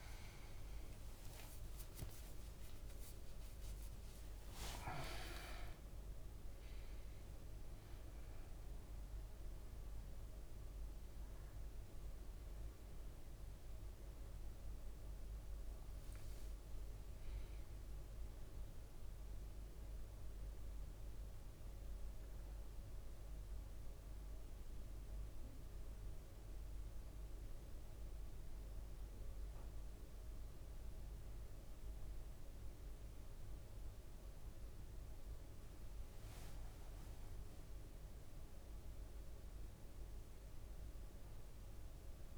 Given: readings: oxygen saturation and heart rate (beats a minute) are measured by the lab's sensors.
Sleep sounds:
breathing in sleep, hard to hear, by a room microphone; none
1.00-5.00 s: arousal
35.00-39.00 s: leg movement (device-marked)
From the record:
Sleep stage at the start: N1 (lightest sleep); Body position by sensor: on the back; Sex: male

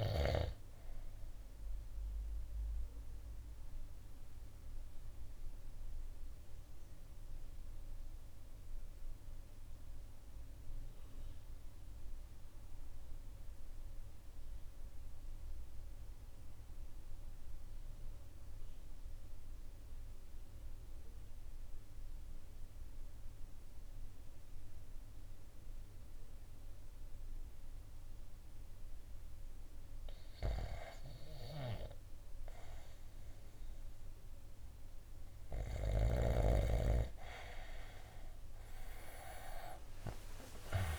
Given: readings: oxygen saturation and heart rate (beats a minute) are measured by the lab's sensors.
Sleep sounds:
breathing in sleep by a room microphone; 1
0.00-8.00 s: oxygen desaturation (device-marked, oxygen 81% lowest, heart rate 51 extreme)
0.50-29.00 s: obstructive apnea (oxygen 90% before, 79% lowest, heart rate 63 before, 51 extreme, up 3 after)
33.00-40.99 s: oxygen desaturation (device-marked, oxygen 96% before, 79% lowest, heart rate 52 before, 53 extreme)
35.00-40.99 s: arousal
From the record:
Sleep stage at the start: REM sleep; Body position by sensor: on the right side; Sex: male

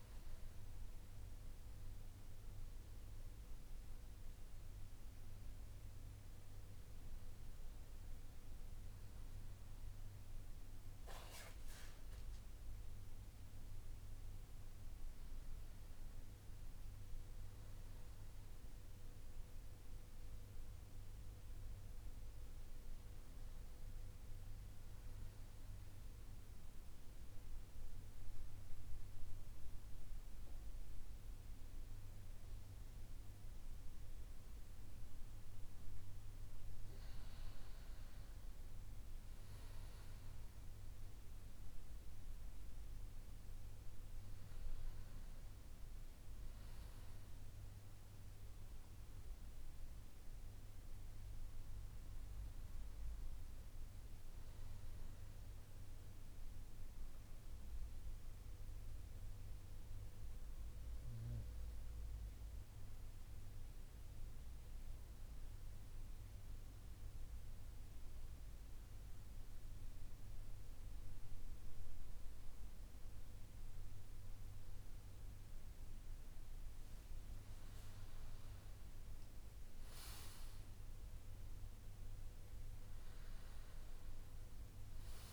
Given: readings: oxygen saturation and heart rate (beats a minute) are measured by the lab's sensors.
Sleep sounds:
breathing in sleep, hard to hear, by a room microphone; 2
24.50-34.50 s: central apnea (oxygen 96% before, 93% lowest)
36.00-39.50 s: arousal
52.50-57.00 s: arousal
61.50-75.50 s: central apnea (oxygen 96% before, 93% lowest)
78.00-83.00 s: arousal
From the record:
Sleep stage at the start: N1 (lightest sleep); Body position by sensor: on the back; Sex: male

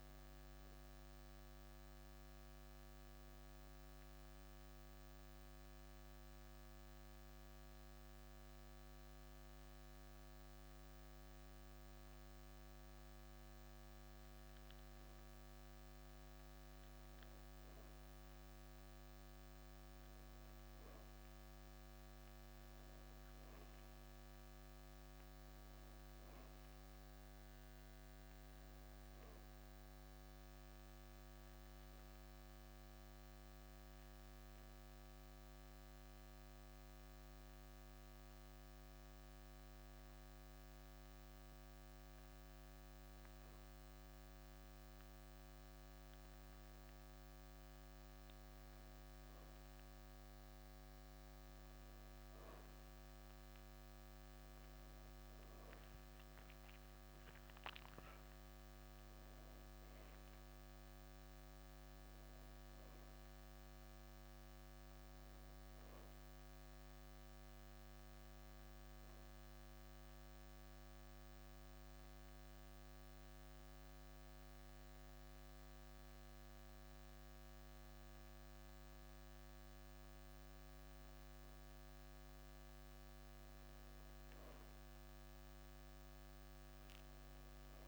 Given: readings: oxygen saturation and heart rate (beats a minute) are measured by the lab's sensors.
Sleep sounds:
a person partly awake in a sleep study, hard to hear, by a microphone on the trachea; 1
30.00-87.88 s: new sleep stage, N2 (light sleep)
58.00-73.00 s: oxygen desaturation (device-marked, oxygen 96% before, 92% lowest, heart rate 58 before, 55 extreme)
61.00-66.00 s: arousal
71.00-82.00 s: obstructive apnea (oxygen 96% before, 93% lowest, heart rate 57 before, 55 extreme, up 9 after)
From the record:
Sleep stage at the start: awake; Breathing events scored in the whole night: 180 in 3.3 hours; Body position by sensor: on the back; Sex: male

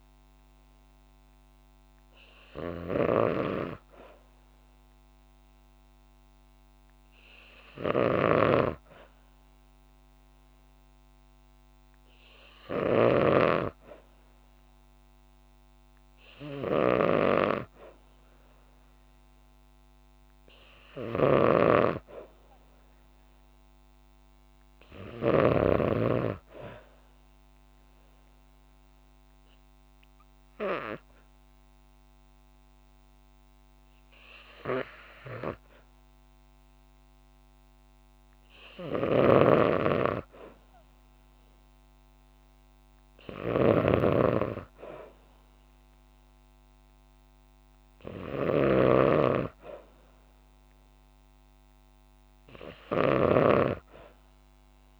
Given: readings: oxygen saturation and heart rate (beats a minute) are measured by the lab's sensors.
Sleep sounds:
breathing in sleep by a microphone on the trachea; 1
0.00-25.00 s: snoring (device-marked)
27.00-38.50 s: obstructive apnea (oxygen 96% before, 94% lowest, heart rate 61 before, 59 extreme, up 2 after)
38.50-55.00 s: snoring (device-marked)
41.00-44.50 s: arousal
From the record:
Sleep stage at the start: N2 (light sleep); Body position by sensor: on the back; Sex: female

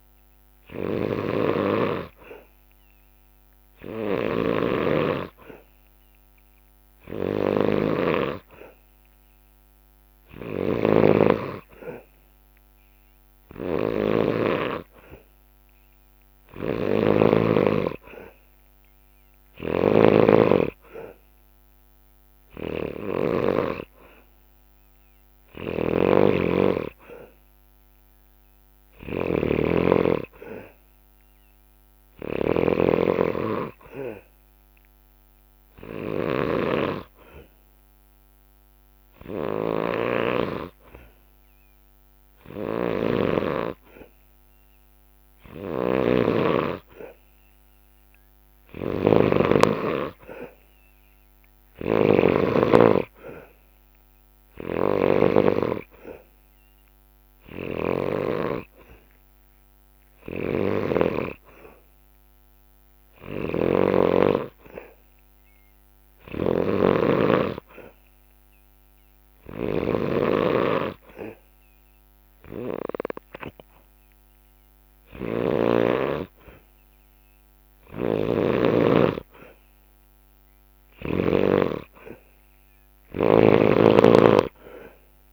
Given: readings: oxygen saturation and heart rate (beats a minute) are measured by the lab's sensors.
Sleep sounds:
breathing in sleep by a microphone on the trachea; none
0.00-17.00 s: snoring (device-marked)
19.00-23.00 s: snoring (device-marked)
25.00-58.00 s: snoring (device-marked)
39.50-46.50 s: drop in pulse transit time (device-marked, heart rate 67 before, 68 extreme)
58.50-60.50 s: long interval between heartbeats (device-marked, heart rate 68 before, 66 extreme)
60.00-75.50 s: snoring (device-marked)
77.50-81.00 s: snoring (device-marked)
83.00-85.33 s: snoring (device-marked)
From the record:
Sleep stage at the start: N2 (light sleep); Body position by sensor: on the back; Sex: male

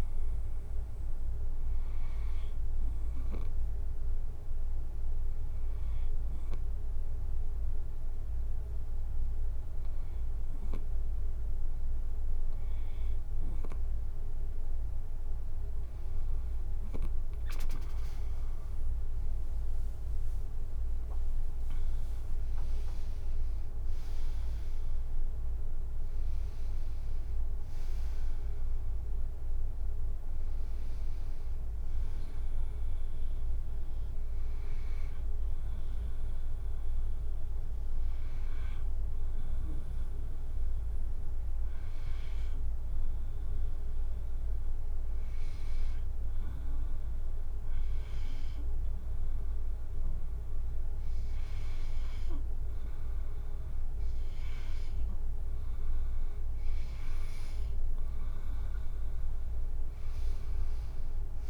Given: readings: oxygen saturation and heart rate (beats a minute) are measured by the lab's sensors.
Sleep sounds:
breathing in sleep, hard to hear, by a room microphone; 2
1.50-14.00 s: hypopnea (oxygen 96% before, 93% lowest, heart rate 76 before, 66 extreme, up 9 after)
17.50-21.00 s: arousal
18.00-30.00 s: drop in pulse transit time (device-marked, heart rate 72 before, 73 extreme)
19.00-33.00 s: oxygen desaturation (device-marked, oxygen 97% before, 93% lowest, heart rate 72 before, 65 extreme)
38.50-52.00 s: hypopnea (oxygen 97% before, 94% lowest, heart rate 74 before, 61 extreme, up 6 after)
54.50-58.00 s: arousal
From the record:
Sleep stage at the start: N2 (light sleep); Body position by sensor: on the right side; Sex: female

